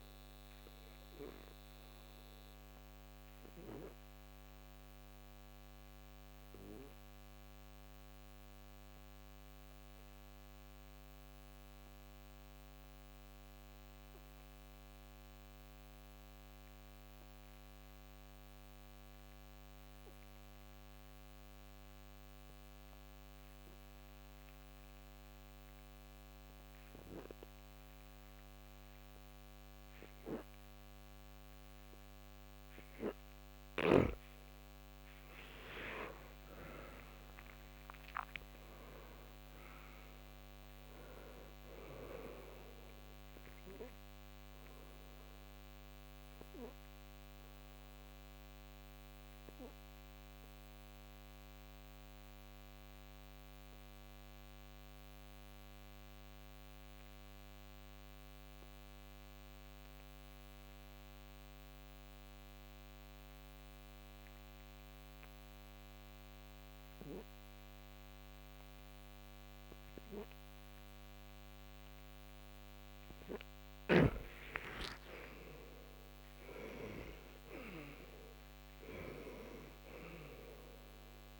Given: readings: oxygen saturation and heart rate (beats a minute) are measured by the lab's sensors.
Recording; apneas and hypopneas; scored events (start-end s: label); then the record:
breathing in sleep by a microphone on the trachea; 2
0.00-17.50 s: oxygen desaturation (device-marked, oxygen 79% lowest, heart rate 58 extreme)
4.00-33.00 s: obstructive apnea (oxygen 98% before, 79% lowest, heart rate 73 before, 59 extreme, up 14 after)
29.50-57.50 s: oxygen desaturation (device-marked, oxygen 98% before, 82% lowest, heart rate 64 before, 59 extreme)
35.00-39.50 s: arousal
45.00-73.50 s: obstructive apnea (oxygen 98% before, 82% lowest, heart rate 68 before, 59 extreme, up 10 after)
69.50-81.40 s: oxygen desaturation (device-marked, oxygen 98% before, 82% lowest, heart rate 62 before, 59 extreme)
75.00-79.00 s: arousal
From the record:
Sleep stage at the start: N2 (light sleep); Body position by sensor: on the back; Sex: male